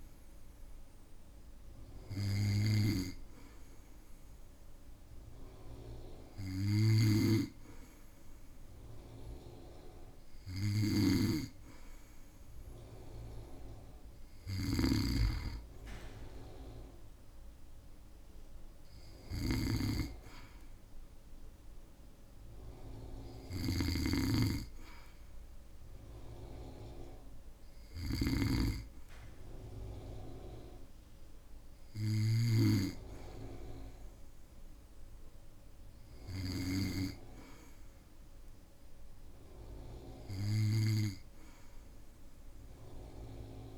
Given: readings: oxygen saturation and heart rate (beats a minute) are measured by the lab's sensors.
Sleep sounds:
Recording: breathing in sleep by a room microphone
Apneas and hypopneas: none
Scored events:
6.50-32.50 s: snoring (device-marked)
From the record:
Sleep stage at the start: N2 (light sleep)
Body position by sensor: on the back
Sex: male

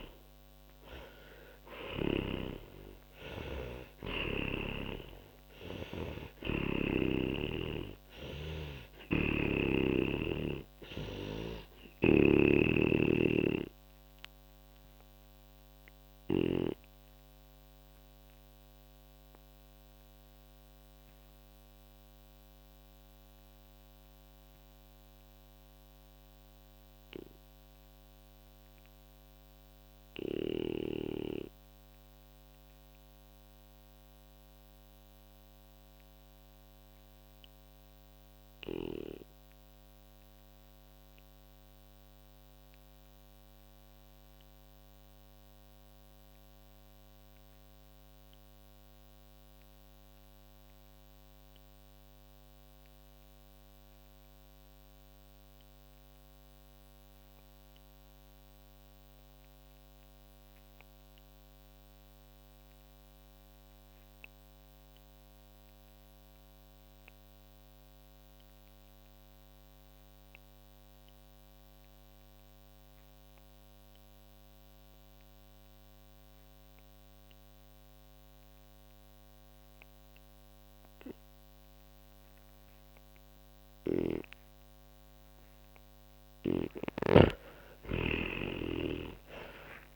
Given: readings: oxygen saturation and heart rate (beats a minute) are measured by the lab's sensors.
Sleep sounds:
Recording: breathing in sleep by a microphone on the trachea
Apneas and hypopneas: 1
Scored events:
0.00-43.50 s: oxygen desaturation (device-marked, oxygen 88% lowest, heart rate 38 extreme)
9.00-12.50 s: snoring (device-marked)
14.00-84.50 s: obstructive apnea (oxygen 97% before, 84% lowest, heart rate 65 before, 38 extreme, up 21 after)
73.50-89.96 s: oxygen desaturation (device-marked, oxygen 97% before, 84% lowest, heart rate 48 before, 34 extreme)
87.00-89.96 s: snoring (device-marked)
87.50-89.96 s: arousal
From the record:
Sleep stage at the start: N2 (light sleep)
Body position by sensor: on the back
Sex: male

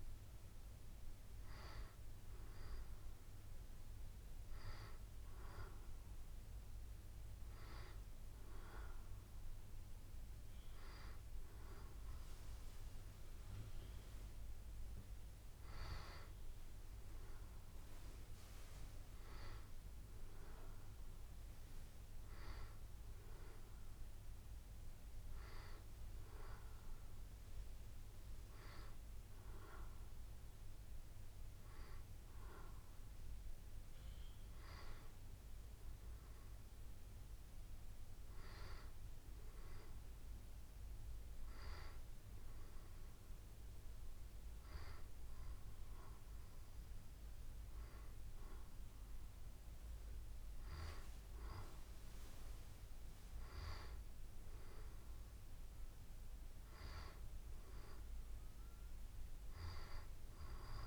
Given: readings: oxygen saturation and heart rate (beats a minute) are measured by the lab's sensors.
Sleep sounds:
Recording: breathing in sleep by a room microphone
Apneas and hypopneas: none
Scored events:
none scored
From the record:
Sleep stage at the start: N2 (light sleep)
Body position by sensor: on the back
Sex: female

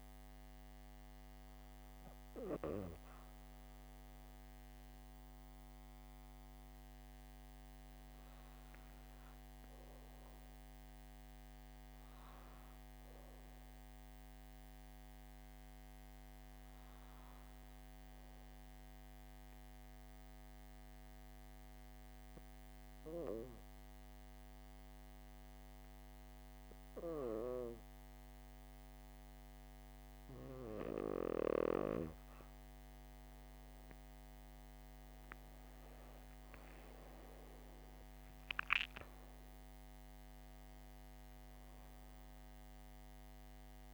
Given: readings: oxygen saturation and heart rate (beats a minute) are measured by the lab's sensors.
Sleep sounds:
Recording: breathing in sleep by a microphone on the trachea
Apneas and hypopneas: 1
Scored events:
10.00-13.50 s: arousal
15.50-32.50 s: hypopnea (oxygen 98% before, 96% lowest, heart rate 68 before, 65 extreme, up 6 after)
34.50-38.50 s: arousal
From the record:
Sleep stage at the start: N2 (light sleep)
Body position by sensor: on the back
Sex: female

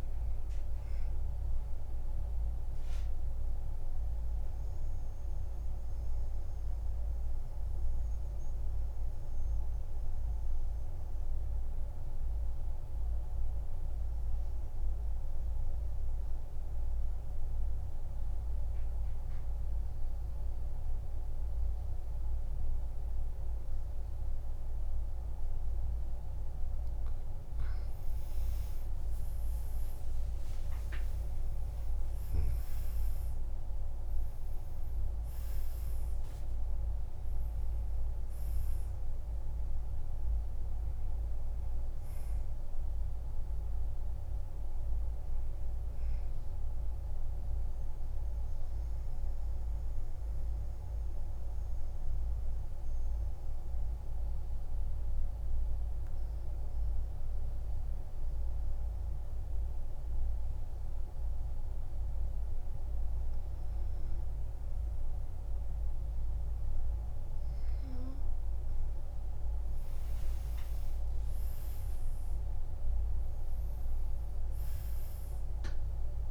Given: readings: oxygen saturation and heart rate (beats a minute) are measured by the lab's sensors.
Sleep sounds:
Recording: breathing in sleep, hard to hear, by a room microphone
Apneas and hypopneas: 2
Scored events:
0.00-12.50 s: oxygen desaturation (device-marked, oxygen 90% lowest, heart rate 46 extreme)
3.00-27.50 s: mixed apnea (oxygen 98% before, 90% lowest, heart rate 58 before, 46 extreme, up 37 after)
27.50-55.50 s: oxygen desaturation (device-marked, oxygen 99% before, 90% lowest, heart rate 48 before, 45 extreme)
30.50-32.50 s: long interval between heartbeats (device-marked, heart rate 50 before, 79 extreme)
31.00-35.00 s: arousal
48.00-67.50 s: mixed apnea (oxygen 99% before, 90% lowest, heart rate 65 before, 45 extreme, up 14 after)
70.50-75.00 s: arousal
73.50-76.31 s: oxygen desaturation (device-marked, oxygen 99% before, 93% lowest, heart rate 51 before, 46 extreme)
From the record:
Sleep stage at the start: N2 (light sleep)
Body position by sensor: on the back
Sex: male

